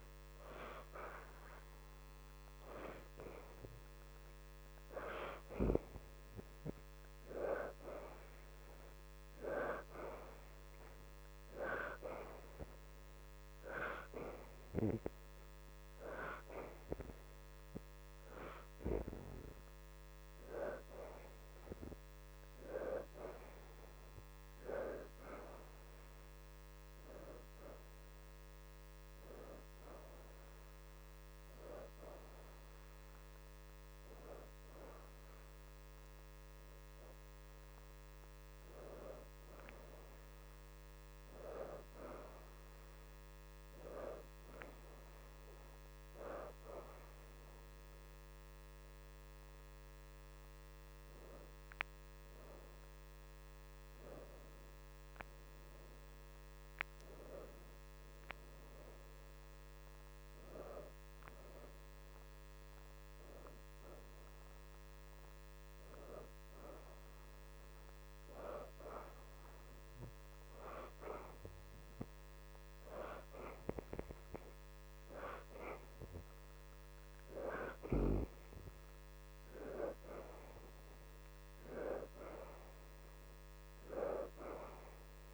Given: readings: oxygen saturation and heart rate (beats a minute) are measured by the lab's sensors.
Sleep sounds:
breathing in sleep by a microphone on the trachea; none
0.00-2.00 s: oxygen desaturation (device-marked, oxygen 77% lowest, heart rate 79 extreme)
17.00-29.00 s: oxygen desaturation (device-marked, oxygen 82% before, 73% lowest, heart rate 81 before, 80 extreme)
34.00-51.00 s: oxygen desaturation (device-marked, oxygen 80% before, 74% lowest, heart rate 83 before, 79 extreme)
53.00-65.00 s: oxygen desaturation (device-marked, oxygen 82% before, 77% lowest, heart rate 81 before, 78 extreme)
67.00-79.00 s: oxygen desaturation (device-marked, oxygen 82% before, 76% lowest, heart rate 81 before, 59 extreme)
70.00-85.33 s: new sleep stage, N2 (light sleep)
From the record:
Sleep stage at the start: N1 (lightest sleep); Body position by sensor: upright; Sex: female

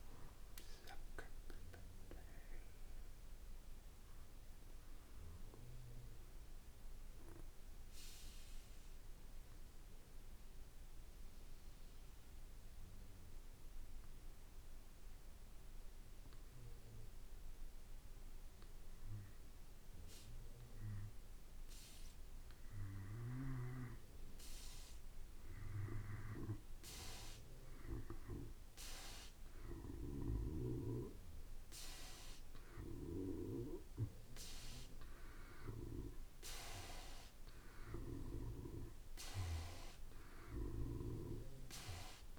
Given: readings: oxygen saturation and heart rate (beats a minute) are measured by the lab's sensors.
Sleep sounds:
breathing in sleep by a room microphone; 1
2.00-5.00 s: arousal
7.50-24.50 s: mixed apnea (oxygen 96% before, 89% lowest, heart rate 58 before, 54 extreme, up 4 after)
24.00-42.39 s: oxygen desaturation (device-marked, oxygen 96% before, 89% lowest, heart rate 56 before, 56 extreme)
29.00-32.50 s: arousal
From the record:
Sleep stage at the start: N2 (light sleep); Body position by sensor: on the back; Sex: male

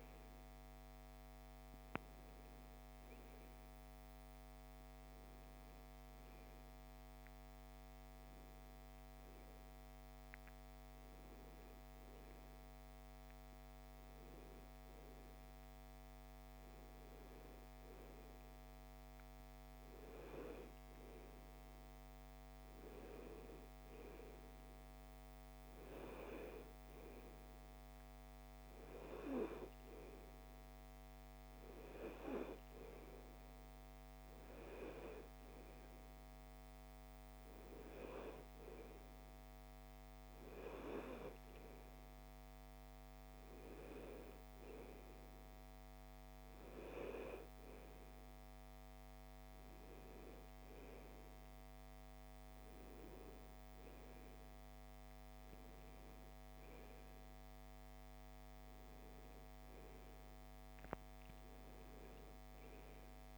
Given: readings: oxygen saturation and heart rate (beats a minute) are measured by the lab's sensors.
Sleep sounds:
breathing in sleep by a microphone on the trachea; none
none scored
From the record:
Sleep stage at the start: N2 (light sleep); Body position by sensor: on the right side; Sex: female

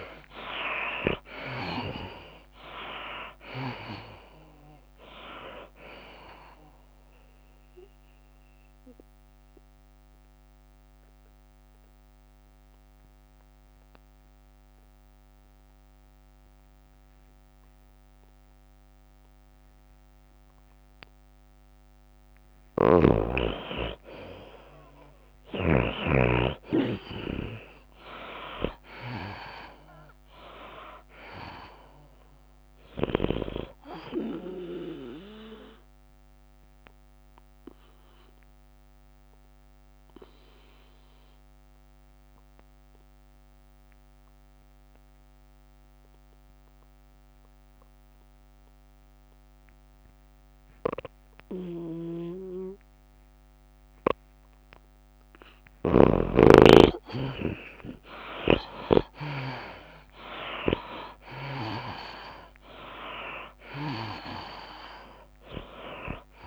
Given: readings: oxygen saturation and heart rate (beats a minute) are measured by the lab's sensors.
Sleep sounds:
breathing in sleep by a microphone on the trachea; 2
0.00-2.00 s: arousal
0.00-14.50 s: tachycardia (device-marked, heart rate 107 extreme)
0.00-19.50 s: oxygen desaturation (device-marked, oxygen 72% lowest, heart rate 94 extreme)
0.50-14.50 s: drop in pulse transit time (device-marked, heart rate 96 before, 100 extreme)
8.50-23.00 s: mixed apnea (oxygen 98% before, 72% lowest, heart rate 99 before, 97 extreme, up 4 after)
21.50-46.50 s: oxygen desaturation (device-marked, oxygen 98% before, 82% lowest, heart rate 104 before, 92 extreme)
23.50-27.00 s: snoring (device-marked)
25.50-39.50 s: tachycardia (device-marked, heart rate 101 before, 105 extreme)
27.00-31.00 s: arousal
37.50-55.50 s: obstructive apnea (oxygen 98% before, 75% lowest, heart rate 101 before, 92 extreme, up 8 after)
56.00-58.00 s: long interval between heartbeats (device-marked, heart rate 98 before, 94 extreme)
57.50-61.00 s: arousal
58.50-66.47 s: oxygen desaturation (device-marked, oxygen 95% before, 78% lowest, heart rate 97 before, 93 extreme)
60.50-66.47 s: tachycardia (device-marked, heart rate 100 before, 106 extreme)
61.50-66.47 s: drop in pulse transit time (device-marked, heart rate 96 before, 98 extreme)
From the record:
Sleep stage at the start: N2 (light sleep); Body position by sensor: on the back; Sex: female

